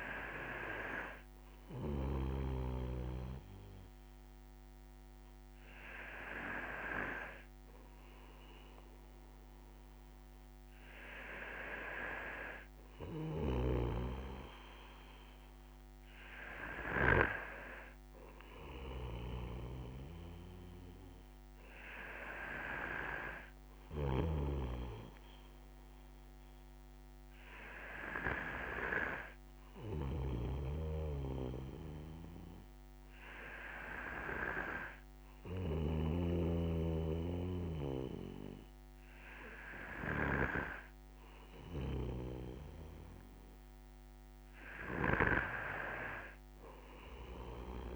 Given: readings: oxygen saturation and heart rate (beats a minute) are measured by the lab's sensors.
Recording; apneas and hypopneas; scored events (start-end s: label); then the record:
breathing in sleep by a microphone on the trachea; none
none scored
From the record:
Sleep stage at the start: N2 (light sleep); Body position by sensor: on the right side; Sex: male